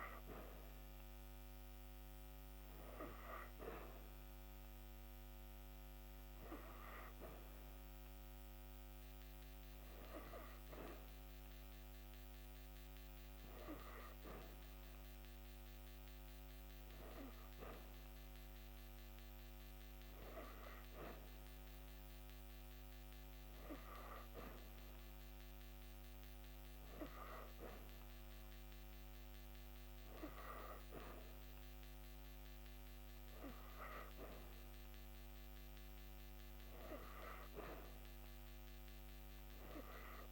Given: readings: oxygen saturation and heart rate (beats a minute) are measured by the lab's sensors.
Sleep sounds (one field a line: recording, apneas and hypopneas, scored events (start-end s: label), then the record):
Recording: breathing in sleep by a microphone on the trachea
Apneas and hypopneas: none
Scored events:
none scored
From the record:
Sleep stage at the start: N3 (deep sleep)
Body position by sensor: on the back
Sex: female